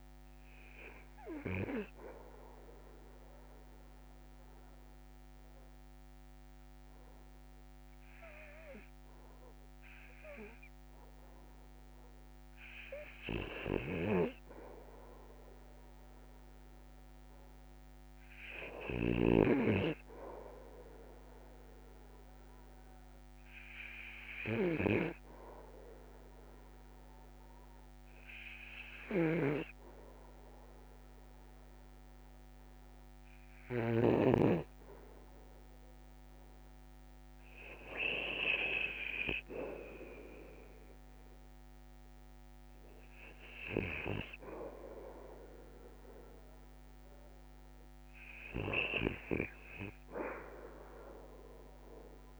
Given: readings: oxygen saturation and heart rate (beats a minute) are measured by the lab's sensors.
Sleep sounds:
breathing in sleep by a microphone on the trachea; 1
2.50-13.50 s: central apnea (oxygen 96% before, 91% lowest, heart rate 60 before, 56 extreme, up 1 after)
16.00-19.00 s: arousal
29.00-34.50 s: snoring (device-marked)
From the record:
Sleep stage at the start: REM sleep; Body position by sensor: on the back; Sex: male

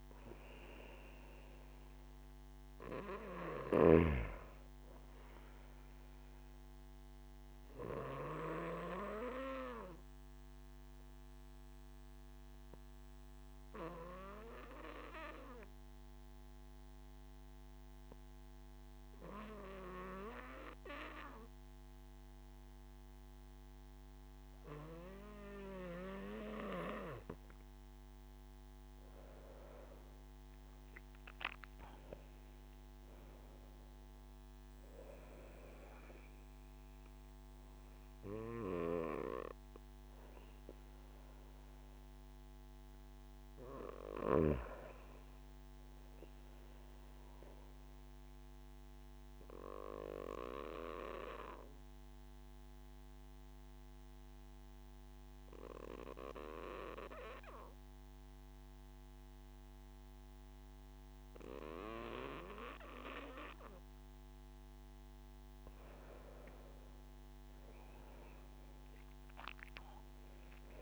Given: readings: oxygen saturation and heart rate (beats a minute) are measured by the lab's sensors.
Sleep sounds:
breathing in sleep by a microphone on the trachea; 2
0.00-14.50 s: oxygen desaturation (device-marked, oxygen 93% lowest)
7.00-27.00 s: obstructive apnea (oxygen 97% before, 93% lowest)
28.50-32.50 s: arousal
48.50-64.50 s: obstructive apnea (oxygen 97% before, 94% lowest)
67.00-69.50 s: arousal
From the record:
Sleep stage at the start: N2 (light sleep); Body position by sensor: on the back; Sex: male

